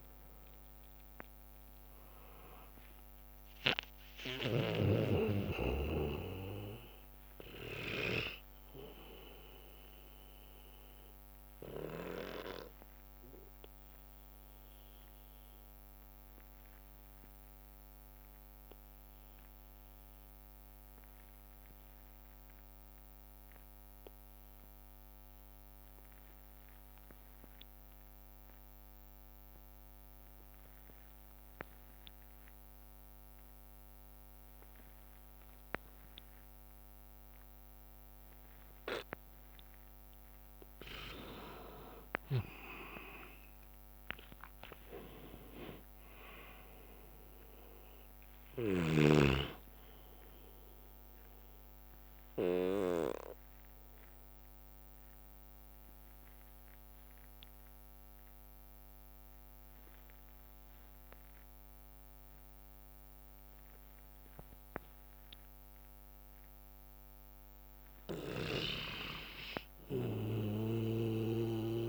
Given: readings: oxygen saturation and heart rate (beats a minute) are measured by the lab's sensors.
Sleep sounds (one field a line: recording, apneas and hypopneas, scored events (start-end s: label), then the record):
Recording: breathing in sleep by a microphone on the trachea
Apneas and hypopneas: 2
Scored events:
0.00-7.50 s: drop in pulse transit time (device-marked, heart rate 63 extreme)
0.00-17.50 s: oxygen desaturation (device-marked, oxygen 82% lowest, heart rate 55 extreme)
5.50-10.50 s: bradycardia (device-marked, heart rate 71 before, 58 extreme)
11.00-39.00 s: obstructive apnea (oxygen 97% before, 84% lowest, heart rate 97 before, 55 extreme, up 7 after)
11.50-23.50 s: bradycardia (device-marked, heart rate 71 before, 55 extreme)
38.50-64.50 s: oxygen desaturation (device-marked, oxygen 99% before, 88% lowest, heart rate 59 before, 56 extreme)
42.50-47.50 s: arousal
54.50-62.50 s: bradycardia (device-marked, heart rate 71 before, 57 extreme)
55.00-67.00 s: obstructive apnea (oxygen 99% before, 86% lowest, heart rate 64 before, 56 extreme, up 3 after)
63.50-66.50 s: bradycardia (device-marked, heart rate 70 before, 58 extreme)
67.50-70.50 s: bradycardia (device-marked, heart rate 70 before, 58 extreme)
69.50-71.89 s: arousal
70.50-71.89 s: snoring (device-marked)
From the record:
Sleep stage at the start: N2 (light sleep)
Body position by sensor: on the back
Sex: male